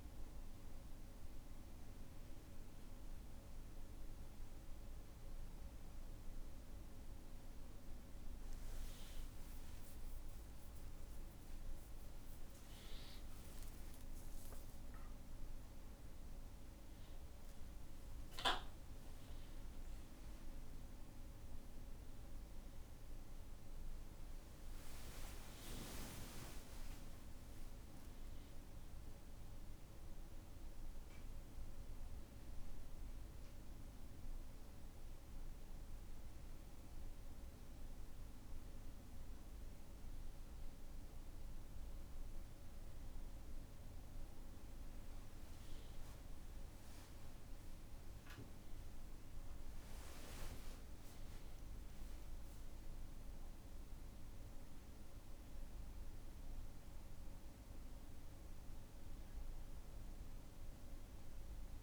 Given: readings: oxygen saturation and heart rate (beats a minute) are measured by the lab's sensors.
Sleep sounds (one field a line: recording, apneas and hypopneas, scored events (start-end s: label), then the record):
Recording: breathing in sleep, hard to hear, by a room microphone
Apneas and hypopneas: none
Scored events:
8.50-12.50 s: tachycardia (device-marked, heart rate 68 before, 103 extreme)
11.50-13.50 s: long interval between heartbeats (device-marked, heart rate 66 before, 103 extreme)
37.50-61.83 s: new sleep stage, N2 (light sleep)
From the record:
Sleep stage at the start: N1 (lightest sleep)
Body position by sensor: on the back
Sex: male